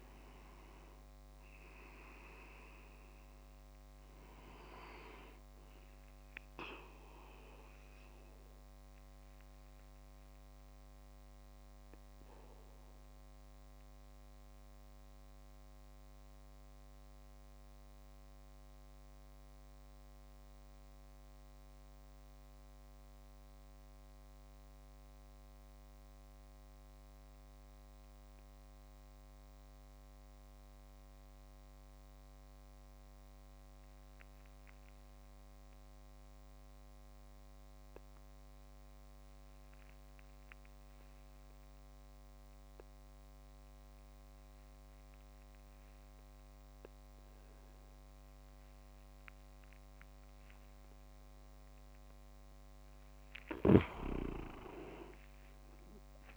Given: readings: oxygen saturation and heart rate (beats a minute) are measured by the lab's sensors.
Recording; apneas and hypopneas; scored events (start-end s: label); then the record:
breathing in sleep by a microphone on the trachea; 1
7.00-52.00 s: mixed apnea (oxygen 98% before, 93% lowest)
45.50-56.37 s: oxygen desaturation (device-marked, oxygen 99% before, 93% lowest)
53.00-56.37 s: arousal
From the record:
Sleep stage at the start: N2 (light sleep); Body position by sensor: on the back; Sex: male